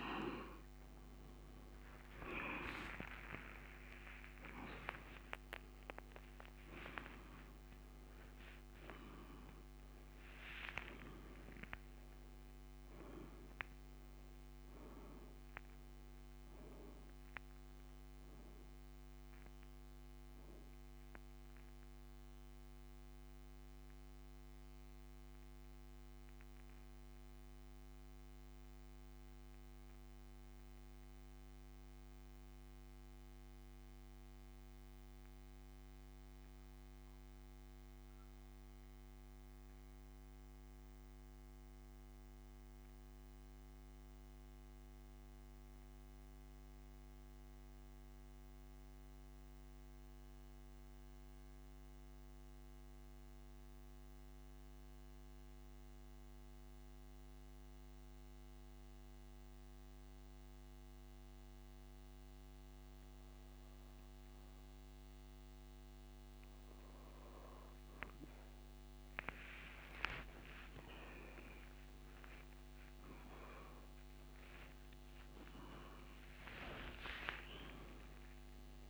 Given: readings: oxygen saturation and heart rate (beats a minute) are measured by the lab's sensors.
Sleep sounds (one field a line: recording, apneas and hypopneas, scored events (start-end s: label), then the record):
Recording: breathing in sleep by a microphone on the trachea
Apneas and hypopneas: 1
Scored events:
1.00-64.00 s: oxygen desaturation (device-marked, oxygen 98% before, 85% lowest, heart rate 73 before, 57 extreme)
2.50-9.00 s: arousal
24.00-64.50 s: central apnea (oxygen 98% before, 85% lowest, heart rate 101 before, 57 extreme, up 8 after)
70.00-77.00 s: arousal
From the record:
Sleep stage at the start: N2 (light sleep)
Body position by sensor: on the back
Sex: male